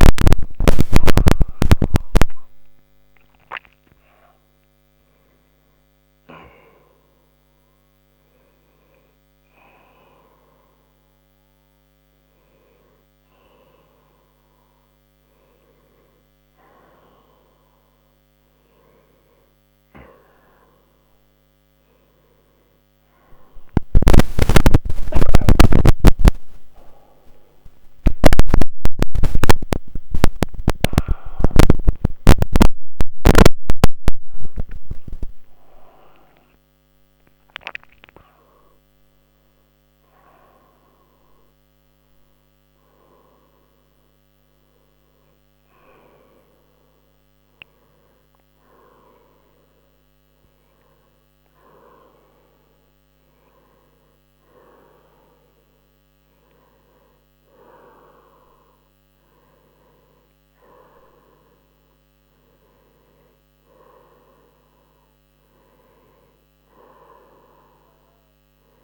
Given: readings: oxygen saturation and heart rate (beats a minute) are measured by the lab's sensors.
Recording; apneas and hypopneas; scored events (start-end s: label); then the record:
a person partly awake in a sleep study, by a microphone on the trachea; none
26.50-68.83 s: new sleep stage, N1 (lightest sleep)
From the record:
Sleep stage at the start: awake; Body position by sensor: on the right side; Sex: male